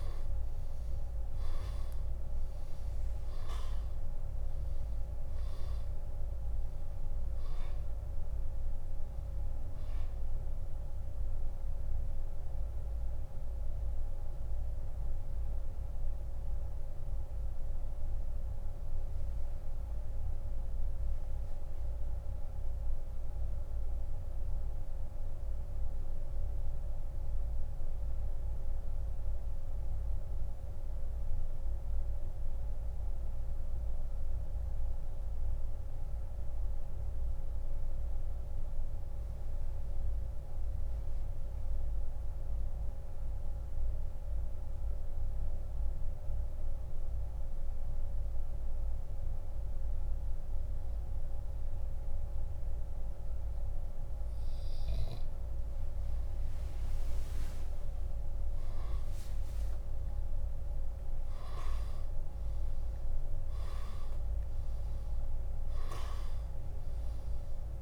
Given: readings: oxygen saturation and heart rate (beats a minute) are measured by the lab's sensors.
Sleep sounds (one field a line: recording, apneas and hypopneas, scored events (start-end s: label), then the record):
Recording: breathing in sleep, hard to hear, by a room microphone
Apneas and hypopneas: 1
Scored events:
13.50-53.50 s: mixed apnea (oxygen 97% before, 85% lowest, heart rate 93 before, 55 extreme, up 9 after)
26.50-31.50 s: oxygen desaturation (device-marked, oxygen 94% before, 93% lowest, heart rate 74 before, 55 extreme)
36.50-51.50 s: oxygen desaturation (device-marked, oxygen 93% before, 86% lowest, heart rate 75 before, 65 extreme)
57.50-60.50 s: arousal
62.50-67.82 s: oxygen desaturation (device-marked, oxygen 98% before, 92% lowest, heart rate 79 before, 69 extreme)
From the record:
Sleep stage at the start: N2 (light sleep)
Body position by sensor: on the back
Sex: male